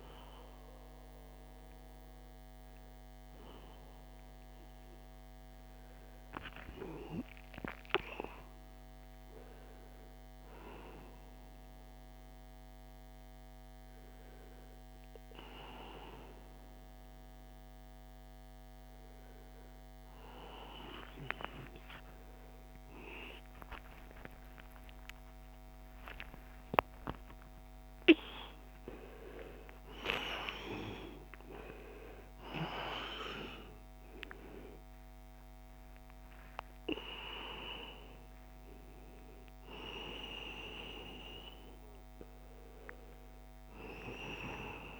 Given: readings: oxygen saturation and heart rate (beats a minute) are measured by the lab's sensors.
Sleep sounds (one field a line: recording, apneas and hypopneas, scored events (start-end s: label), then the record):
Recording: a person awake in a sleep study, by a microphone on the trachea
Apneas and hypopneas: none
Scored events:
24.00-26.00 s: long interval between heartbeats (device-marked, heart rate 81 before, 118 extreme)
26.50-28.50 s: long interval between heartbeats (device-marked, heart rate 86 before, 144 extreme)
29.50-31.50 s: long interval between heartbeats (device-marked, heart rate 97 before, 150 extreme)
40.00-45.00 s: new sleep stage, N1 (lightest sleep)
From the record:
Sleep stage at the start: awake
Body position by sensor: on the right side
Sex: male